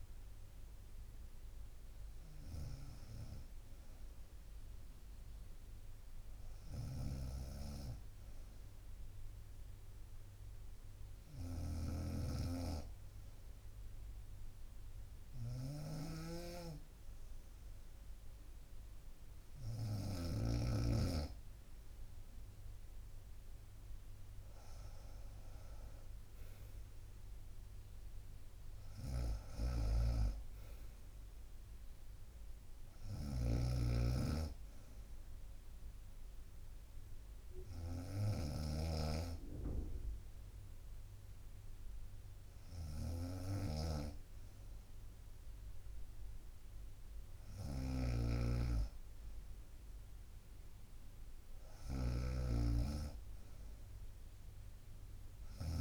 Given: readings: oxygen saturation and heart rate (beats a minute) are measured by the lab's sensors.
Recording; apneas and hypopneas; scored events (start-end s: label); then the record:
breathing in sleep by a room microphone; 2
2.50-20.00 s: snoring (device-marked)
7.00-21.00 s: obstructive apnea (oxygen 95% before, 92% lowest, heart rate 65 before, 63 extreme, up 4 after)
22.00-35.00 s: drop in pulse transit time (device-marked, heart rate 65 before, 66 extreme)
26.00-30.50 s: arousal
29.00-55.81 s: snoring (device-marked)
35.50-49.00 s: hypopnea (oxygen 95% before, 92% lowest, heart rate 66 before, 62 extreme, up 5 after)
49.50-53.00 s: arousal
From the record:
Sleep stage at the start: N2 (light sleep); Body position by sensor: on the right side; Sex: female